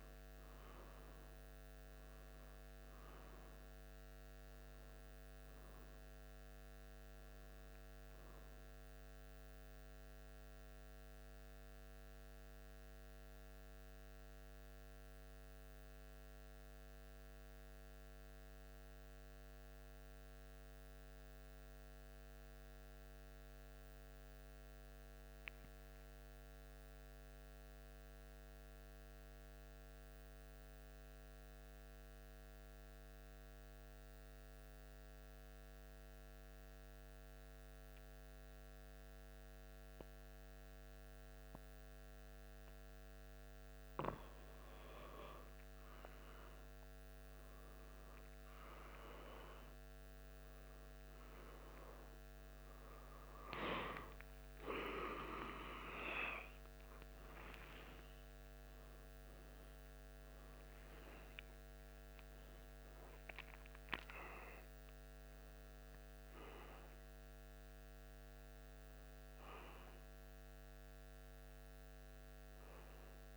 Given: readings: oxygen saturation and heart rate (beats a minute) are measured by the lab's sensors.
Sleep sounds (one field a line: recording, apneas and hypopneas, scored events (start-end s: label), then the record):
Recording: breathing in sleep by a microphone on the trachea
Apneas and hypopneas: 1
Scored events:
10.00-43.00 s: mixed apnea (oxygen 97% before, 93% lowest, heart rate 76 before, 73 extreme, up 1 after)
46.50-73.37 s: new sleep stage, N1 (lightest sleep)
50.50-67.50 s: oxygen desaturation (device-marked, oxygen 98% before, 94% lowest, heart rate 76 before, 74 extreme)
54.50-59.50 s: arousal
From the record:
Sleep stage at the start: N2 (light sleep)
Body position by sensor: on the back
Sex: male